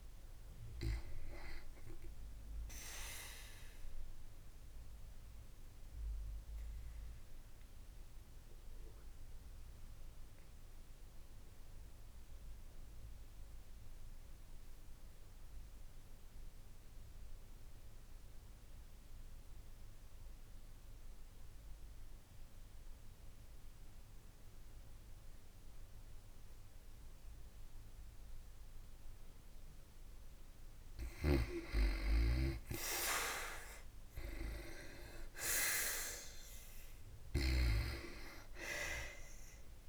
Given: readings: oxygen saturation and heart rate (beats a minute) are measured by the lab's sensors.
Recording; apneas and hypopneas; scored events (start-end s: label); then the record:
breathing in sleep by a room microphone; 1
0.00-14.50 s: oxygen desaturation (device-marked, oxygen 82% lowest, heart rate 54 extreme)
4.50-30.50 s: obstructive apnea (oxygen 95% before, 82% lowest, heart rate 111 before, 54 extreme)
34.00-39.50 s: arousal
From the record:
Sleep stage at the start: N2 (light sleep); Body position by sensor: on the back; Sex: female